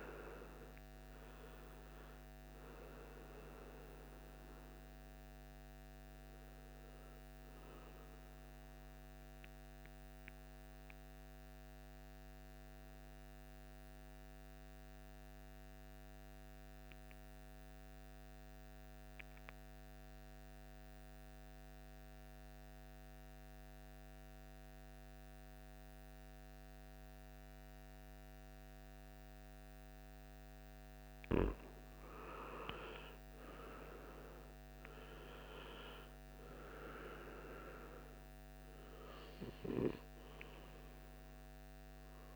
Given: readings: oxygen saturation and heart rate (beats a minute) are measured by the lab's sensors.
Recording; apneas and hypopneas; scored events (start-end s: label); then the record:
breathing in sleep by a microphone on the trachea; 1
0.00-19.50 s: oxygen desaturation (device-marked, oxygen 91% lowest, heart rate 52 extreme)
9.50-29.50 s: mixed apnea (oxygen 98% before, 90% lowest, heart rate 63 before, 53 extreme, up 11 after)
31.50-35.50 s: arousal
35.50-42.36 s: oxygen desaturation (device-marked, oxygen 98% before, 91% lowest, heart rate 55 before, 55 extreme)
From the record:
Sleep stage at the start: N2 (light sleep); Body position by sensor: on the right side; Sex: male